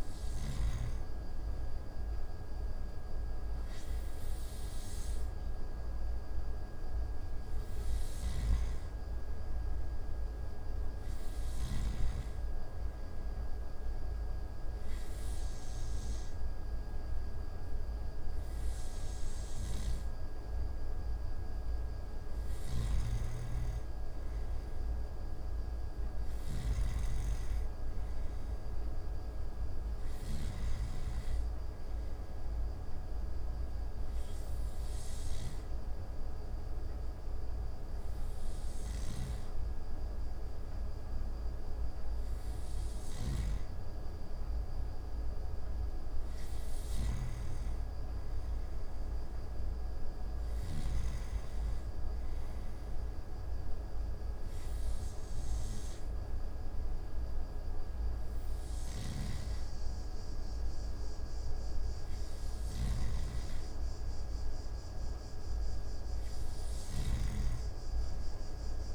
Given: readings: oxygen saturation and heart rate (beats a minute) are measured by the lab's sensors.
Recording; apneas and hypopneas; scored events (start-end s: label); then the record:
breathing in sleep, hard to hear, by a room microphone; 3
8.00-12.00 s: snoring (device-marked)
12.50-22.50 s: obstructive apnea (oxygen 94% before, 91% lowest)
22.50-30.50 s: snoring (device-marked)
25.00-28.50 s: arousal
32.50-45.00 s: hypopnea (oxygen 93% before, 91% lowest)
43.00-51.00 s: snoring (device-marked)
47.50-50.50 s: arousal
53.00-64.50 s: hypopnea (oxygen 94% before, 90% lowest)
58.50-68.95 s: snoring (device-marked)
From the record:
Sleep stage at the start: N2 (light sleep); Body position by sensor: on the back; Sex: male